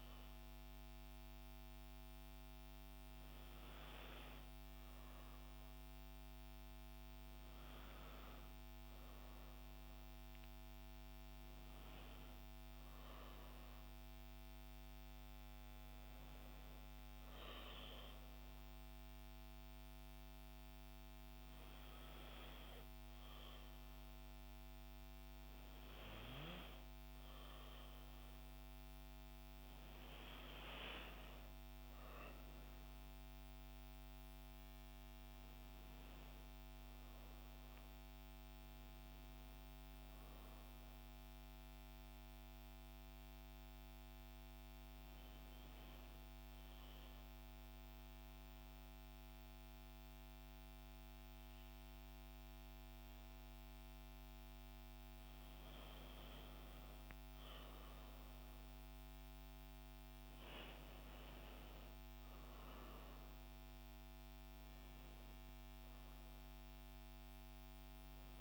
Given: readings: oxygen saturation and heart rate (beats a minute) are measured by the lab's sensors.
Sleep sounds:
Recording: breathing in sleep, hard to hear, by a microphone on the trachea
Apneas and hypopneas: 1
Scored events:
39.00-43.50 s: arousal
46.50-56.50 s: obstructive apnea (oxygen 94% before, 91% lowest, heart rate 56 before, 53 extreme, up 5 after)
59.00-63.00 s: arousal
67.00-68.41 s: oxygen desaturation (device-marked, oxygen 95% before, 91% lowest, heart rate 55 before, 53 extreme)
From the record:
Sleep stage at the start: N2 (light sleep)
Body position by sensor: on the back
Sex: female

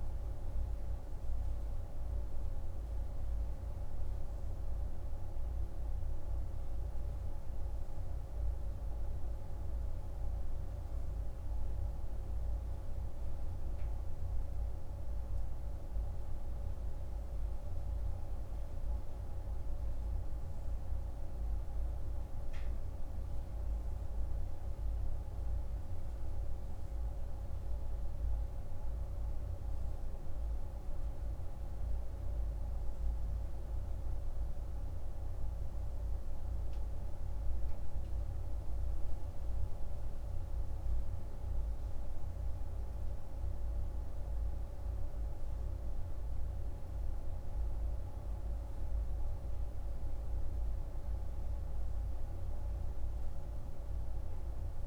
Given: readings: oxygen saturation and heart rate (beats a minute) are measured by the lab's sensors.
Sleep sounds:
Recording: breathing in sleep, hard to hear, by a room microphone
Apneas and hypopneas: none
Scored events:
none scored
From the record:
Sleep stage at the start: N3 (deep sleep)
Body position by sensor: on the right side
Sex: male

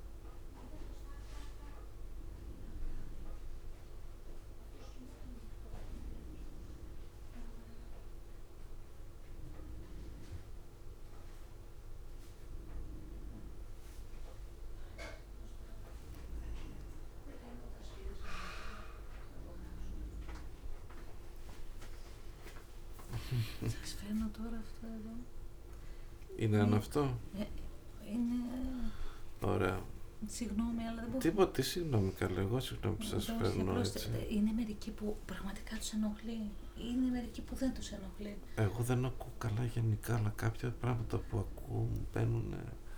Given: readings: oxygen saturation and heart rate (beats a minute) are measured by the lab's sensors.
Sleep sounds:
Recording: a person awake in a sleep study, by a room microphone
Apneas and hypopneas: 1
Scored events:
0.00-12.00 s: drop in pulse transit time (device-marked, heart rate 79 before, 56 extreme)
0.50-17.00 s: mixed apnea (oxygen 97% before, 96% lowest, heart rate 79 before, 56 extreme, up 34 after)
11.00-42.98 s: new sleep stage, awake
22.00-42.98 s: tachycardia (device-marked, heart rate 63 before, 196 extreme)
26.50-28.50 s: long interval between heartbeats (device-marked, heart rate 65 before, 144 extreme)
27.00-32.00 s: snoring (device-marked)
29.00-31.00 s: long interval between heartbeats (device-marked, heart rate 81 before, 194 extreme)
31.50-33.50 s: long interval between heartbeats (device-marked, heart rate 95 before, 173 extreme)
35.00-37.00 s: long interval between heartbeats (device-marked, heart rate 118 before, 169 extreme)
38.00-40.00 s: long interval between heartbeats (device-marked, heart rate 135 before, 165 extreme)
39.00-42.98 s: snoring (device-marked)
From the record:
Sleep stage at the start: N1 (lightest sleep)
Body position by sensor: on the back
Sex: male

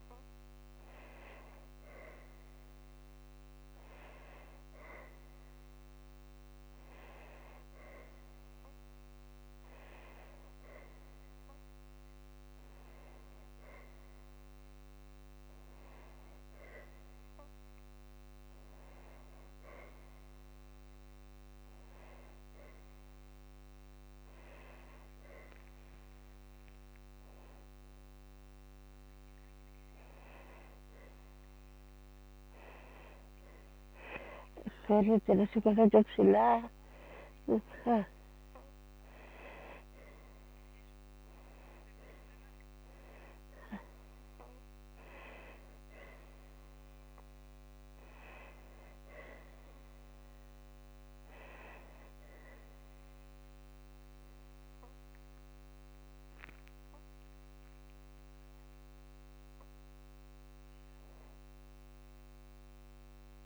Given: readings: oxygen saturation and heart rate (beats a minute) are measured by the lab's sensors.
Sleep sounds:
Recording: a person awake in a sleep study, by a microphone on the trachea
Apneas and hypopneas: none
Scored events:
none scored
From the record:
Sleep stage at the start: awake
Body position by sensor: on the back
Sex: female

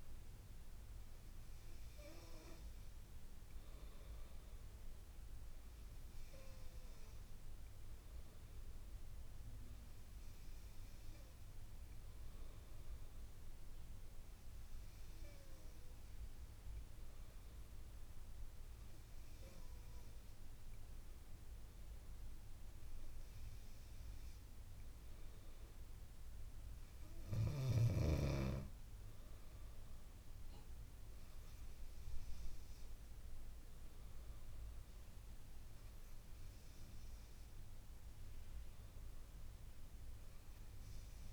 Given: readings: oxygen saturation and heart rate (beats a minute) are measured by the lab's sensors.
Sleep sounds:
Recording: breathing in sleep by a room microphone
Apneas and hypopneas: none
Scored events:
none scored
From the record:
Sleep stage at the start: N2 (light sleep)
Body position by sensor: on the back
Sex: female

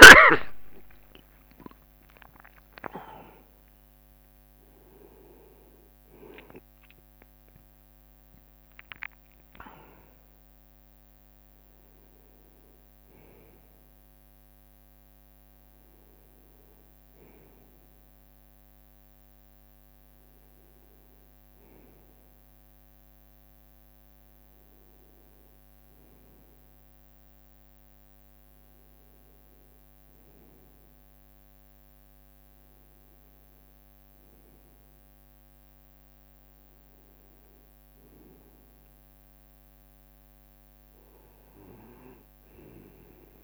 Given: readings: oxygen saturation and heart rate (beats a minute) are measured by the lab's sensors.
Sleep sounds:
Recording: a person awake in a sleep study, by a microphone on the trachea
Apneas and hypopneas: none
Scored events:
0.00-1.00 s: snoring (device-marked)
0.00-2.50 s: oxygen desaturation (device-marked, oxygen 91% lowest, heart rate 70 extreme)
0.00-5.50 s: tachycardia (device-marked, heart rate 121 extreme)
3.50-16.50 s: drop in pulse transit time (device-marked, heart rate 79 before, 85 extreme)
7.50-43.44 s: new sleep stage, awake
From the record:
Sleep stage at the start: N2 (light sleep)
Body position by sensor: on the right side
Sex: male

